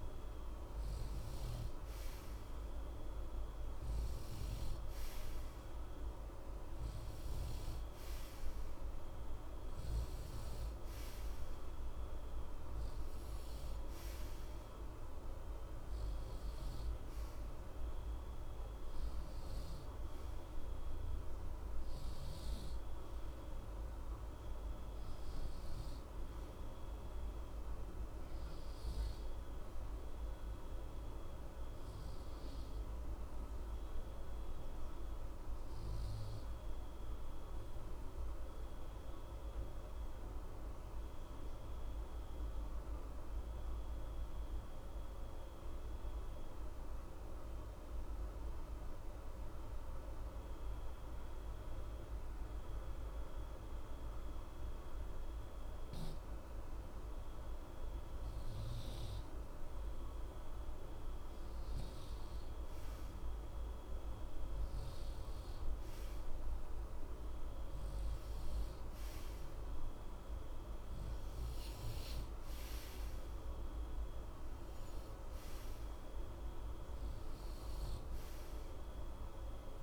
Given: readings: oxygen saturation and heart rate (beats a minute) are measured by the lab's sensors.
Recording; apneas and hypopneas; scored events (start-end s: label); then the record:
breathing in sleep, hard to hear, by a room microphone; 1
0.00-3.50 s: oxygen desaturation (device-marked, oxygen 92% lowest, heart rate 60 extreme)
9.50-35.50 s: oxygen desaturation (device-marked, oxygen 93% before, 89% lowest, heart rate 60 before, 60 extreme)
35.50-57.00 s: obstructive apnea (oxygen 94% before, 90% lowest, heart rate 60 before, 60 extreme, up 0 after)
59.50-63.50 s: arousal
59.50-79.83 s: oxygen desaturation (device-marked, oxygen 95% before, 90% lowest, heart rate 60 before, 60 extreme)
From the record:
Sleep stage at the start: N2 (light sleep); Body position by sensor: on the right side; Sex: male